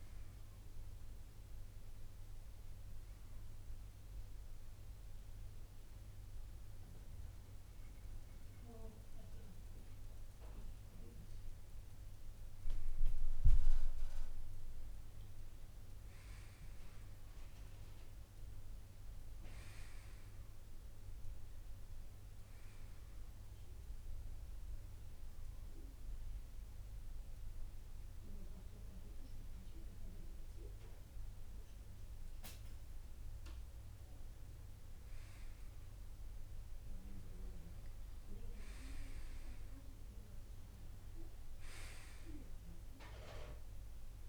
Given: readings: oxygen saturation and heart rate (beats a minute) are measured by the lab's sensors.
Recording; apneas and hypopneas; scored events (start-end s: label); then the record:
breathing in sleep by a room microphone; 2
0.00-5.00 s: oxygen desaturation (device-marked, oxygen 89% lowest)
3.00-13.00 s: obstructive apnea (oxygen 93% before, 88% lowest)
15.50-19.00 s: arousal
25.00-36.00 s: obstructive apnea (oxygen 93% before, 88% lowest)
37.50-41.00 s: arousal
From the record:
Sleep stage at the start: N2 (light sleep); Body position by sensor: on the right side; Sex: male